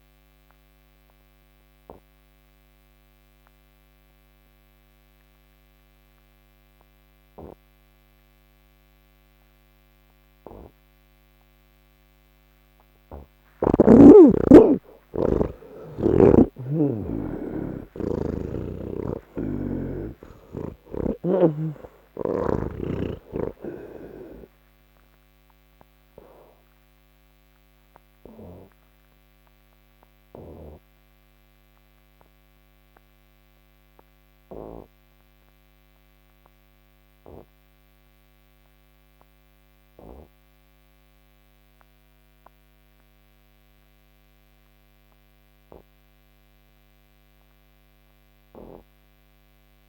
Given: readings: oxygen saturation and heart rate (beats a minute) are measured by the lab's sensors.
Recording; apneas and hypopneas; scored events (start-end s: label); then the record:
breathing in sleep by a microphone on the trachea; none
31.50-49.88 s: new sleep stage, N3 (deep sleep)
From the record:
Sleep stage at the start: N2 (light sleep); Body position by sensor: on the back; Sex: male